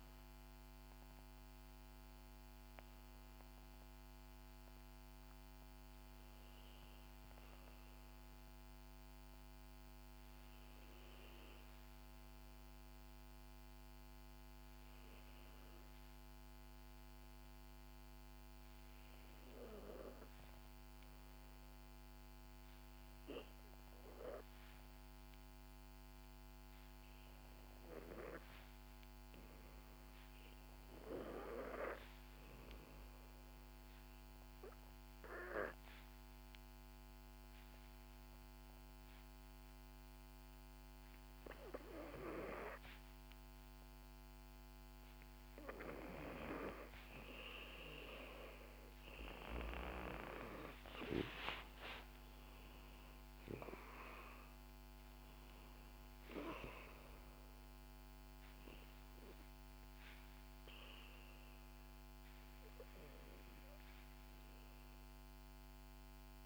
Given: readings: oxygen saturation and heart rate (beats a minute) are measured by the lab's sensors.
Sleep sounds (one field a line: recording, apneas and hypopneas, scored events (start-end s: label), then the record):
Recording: breathing in sleep by a microphone on the trachea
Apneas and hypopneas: 1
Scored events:
0.00-4.50 s: arousal
0.00-8.50 s: oxygen desaturation (device-marked, oxygen 84% lowest, heart rate 63 extreme)
12.50-45.50 s: obstructive apnea (oxygen 97% before, 88% lowest, heart rate 71 before, 63 extreme, up 4 after)
32.50-66.46 s: oxygen desaturation (device-marked, oxygen 97% before, 89% lowest, heart rate 64 before, 63 extreme)
50.50-55.00 s: arousal
From the record:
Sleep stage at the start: N2 (light sleep)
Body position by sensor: on the back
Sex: female